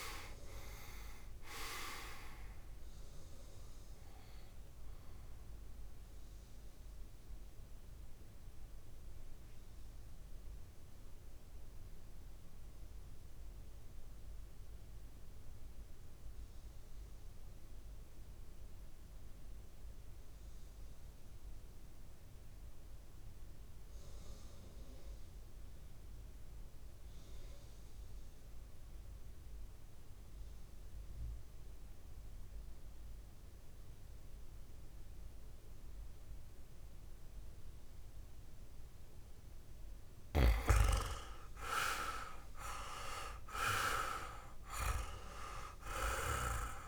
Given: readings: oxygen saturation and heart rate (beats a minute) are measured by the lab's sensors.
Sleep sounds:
breathing in sleep by a room microphone; 1
0.00-23.50 s: oxygen desaturation (device-marked, oxygen 84% lowest, heart rate 49 extreme)
5.50-39.00 s: mixed apnea (oxygen 99% before, 85% lowest, heart rate 67 before, 49 extreme, up 7 after)
37.50-46.88 s: oxygen desaturation (device-marked, oxygen 100% before, 87% lowest, heart rate 56 before, 55 extreme)
40.50-44.00 s: arousal
From the record:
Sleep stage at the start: N2 (light sleep); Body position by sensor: on the back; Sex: male

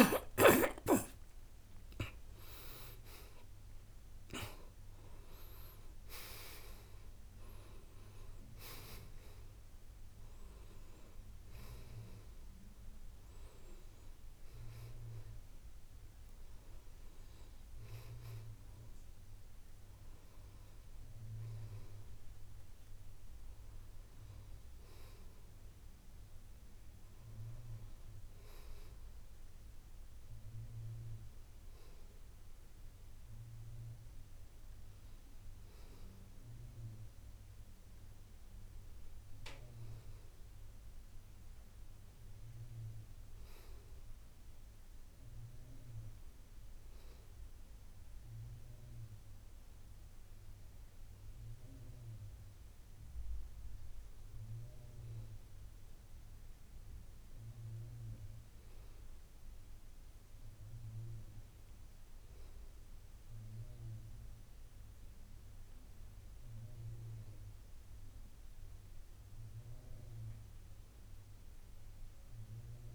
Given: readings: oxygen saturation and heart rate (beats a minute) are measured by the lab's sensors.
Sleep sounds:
breathing in sleep by a room microphone; none
0.00-3.50 s: arousal
0.00-29.50 s: oxygen desaturation (device-marked, oxygen 80% lowest, heart rate 58 extreme)
58.50-72.95 s: new sleep stage, N2 (light sleep)
From the record:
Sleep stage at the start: N1 (lightest sleep); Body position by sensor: on the back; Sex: male

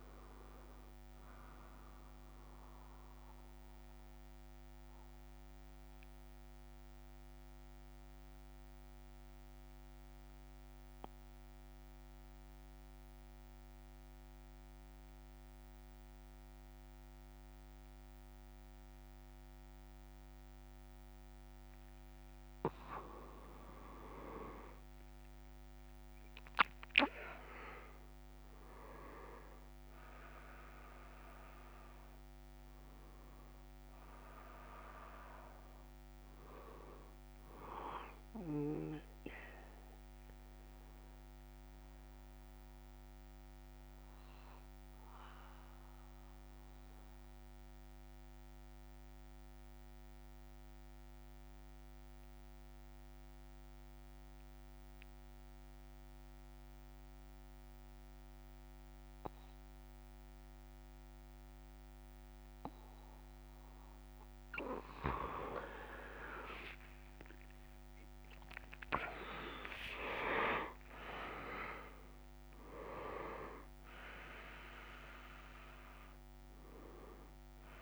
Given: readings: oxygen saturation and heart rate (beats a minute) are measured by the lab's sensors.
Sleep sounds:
breathing in sleep by a microphone on the trachea; 2
4.00-23.50 s: central apnea (oxygen 99% before, 92% lowest, heart rate 166 before, 54 extreme, up 26 after)
5.50-77.82 s: new sleep stage, N1 (lightest sleep)
32.50-52.50 s: oxygen desaturation (device-marked, oxygen 100% before, 93% lowest)
44.00-65.00 s: mixed apnea (oxygen 100% before, 91% lowest)
68.50-77.82 s: oxygen desaturation (device-marked, oxygen 99% before, 91% lowest, heart rate 79 before, 137 extreme)
From the record:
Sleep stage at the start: N2 (light sleep); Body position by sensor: on the back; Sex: male

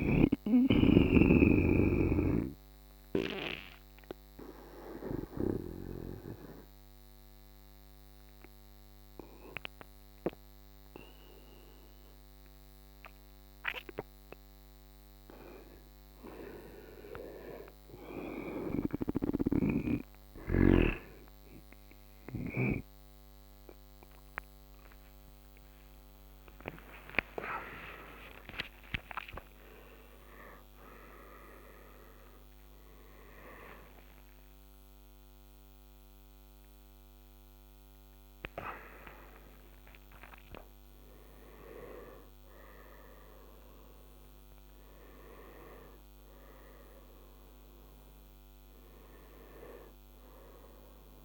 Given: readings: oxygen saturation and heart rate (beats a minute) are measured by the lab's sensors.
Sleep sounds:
breathing in sleep by a microphone on the trachea; 1
5.00-17.00 s: obstructive apnea (oxygen 99% before, 87% lowest, heart rate 78 before, 75 extreme, up 7 after)
13.50-20.50 s: oxygen desaturation (device-marked, oxygen 94% before, 87% lowest, heart rate 79 before, 79 extreme)
19.00-22.50 s: snoring (device-marked)
24.50-29.00 s: arousal
28.00-30.00 s: long interval between heartbeats (device-marked, heart rate 79 before, 89 extreme)
30.50-45.50 s: oxygen desaturation (device-marked, oxygen 99% before, 93% lowest, heart rate 81 before, 79 extreme)
47.00-51.00 s: arousal
From the record:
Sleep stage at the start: N2 (light sleep); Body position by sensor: on the right side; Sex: male

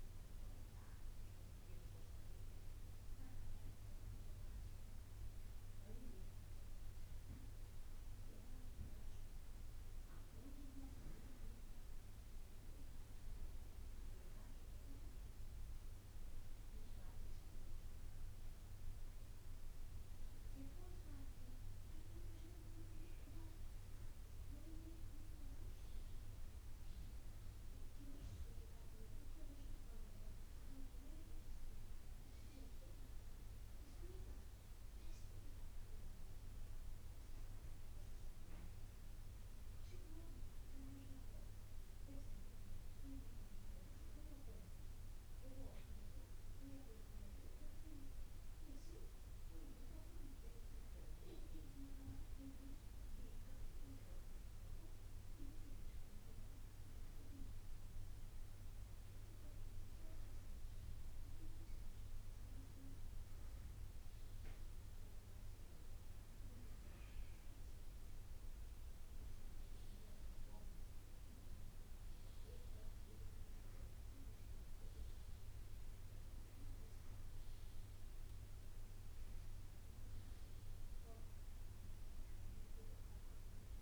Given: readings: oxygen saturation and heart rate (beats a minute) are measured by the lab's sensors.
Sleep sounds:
breathing in sleep by a room microphone; none
20.00-83.82 s: new sleep stage, N2 (light sleep)
From the record:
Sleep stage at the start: N1 (lightest sleep); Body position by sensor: on the back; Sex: female

